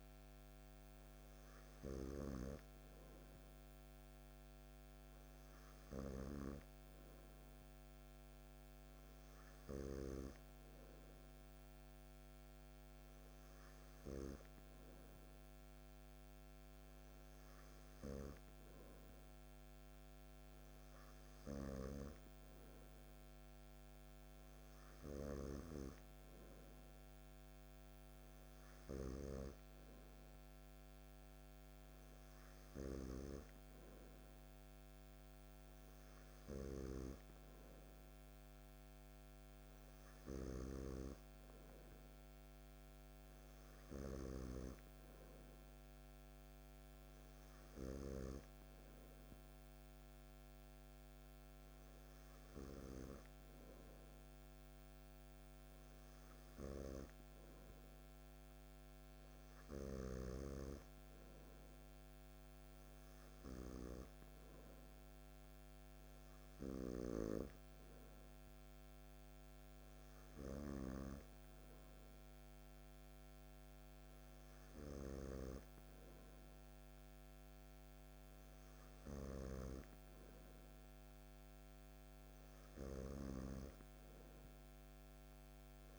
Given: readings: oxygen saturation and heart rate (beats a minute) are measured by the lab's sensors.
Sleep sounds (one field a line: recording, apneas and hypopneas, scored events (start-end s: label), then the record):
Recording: breathing in sleep by a microphone on the trachea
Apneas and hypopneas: none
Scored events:
none scored
From the record:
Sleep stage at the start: N2 (light sleep)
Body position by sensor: on the back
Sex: male